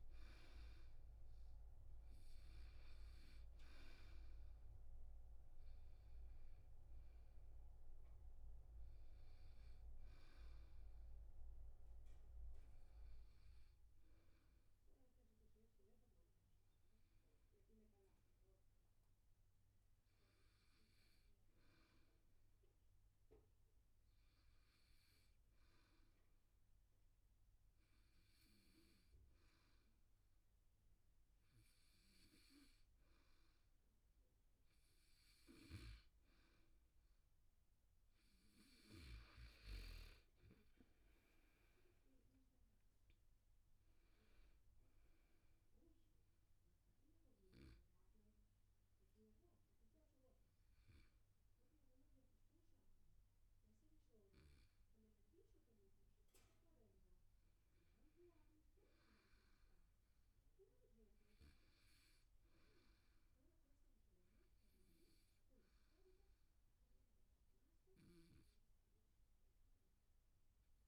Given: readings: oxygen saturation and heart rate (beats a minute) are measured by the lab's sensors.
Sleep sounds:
breathing in sleep by a room microphone; 2
5.00-8.00 s: arousal
6.00-22.00 s: oxygen desaturation (device-marked, oxygen 96% before, 91% lowest, heart rate 81 before, 72 extreme)
21.00-34.00 s: hypopnea (oxygen 96% before, 91% lowest, heart rate 79 before, 71 extreme, up 7 after)
39.00-62.00 s: oxygen desaturation (device-marked, oxygen 97% before, 91% lowest, heart rate 79 before, 70 extreme)
41.50-44.50 s: arousal
47.00-58.00 s: obstructive apnea (oxygen 97% before, 91% lowest, heart rate 80 before, 70 extreme, up 5 after)
59.50-63.50 s: arousal
From the record:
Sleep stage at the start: N2 (light sleep); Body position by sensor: on the back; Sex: male

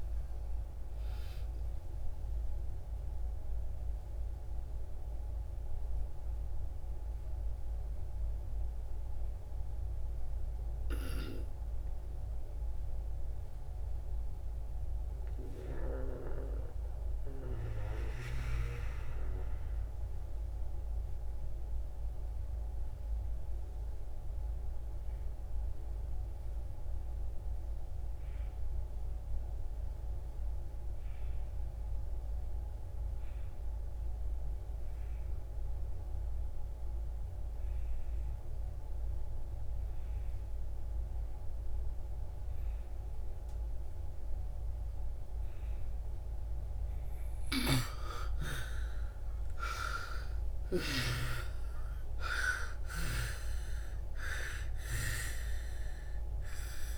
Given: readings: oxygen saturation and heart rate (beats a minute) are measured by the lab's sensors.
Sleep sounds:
breathing in sleep by a room microphone; 1
0.00-22.50 s: oxygen desaturation (device-marked, oxygen 75% lowest)
2.00-46.50 s: mixed apnea (oxygen 99% before, 72% lowest)
9.50-56.98 s: new sleep stage, REM sleep
34.50-56.98 s: oxygen desaturation (device-marked, oxygen 99% before, 72% lowest)
48.50-53.00 s: arousal
From the record:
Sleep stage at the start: N2 (light sleep); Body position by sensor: on the back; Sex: female

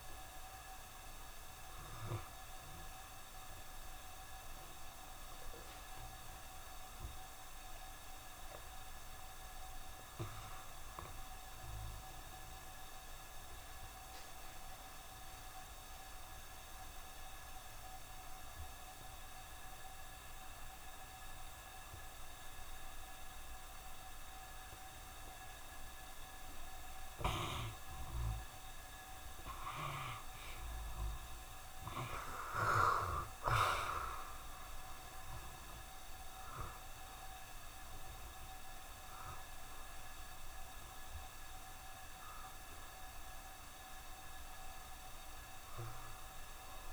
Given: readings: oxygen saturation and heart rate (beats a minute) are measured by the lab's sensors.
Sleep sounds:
breathing in sleep by a room microphone; 1
0.00-3.00 s: oxygen desaturation (device-marked, oxygen 86% lowest, heart rate 67 extreme)
4.00-8.50 s: arousal
12.00-26.50 s: obstructive apnea (oxygen 94% before, 86% lowest, heart rate 68 before, 67 extreme, up 3 after)
23.00-46.93 s: oxygen desaturation (device-marked, oxygen 93% before, 86% lowest, heart rate 67 before, 67 extreme)
29.00-33.50 s: arousal
From the record:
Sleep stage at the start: N2 (light sleep); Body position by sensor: on the back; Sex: male

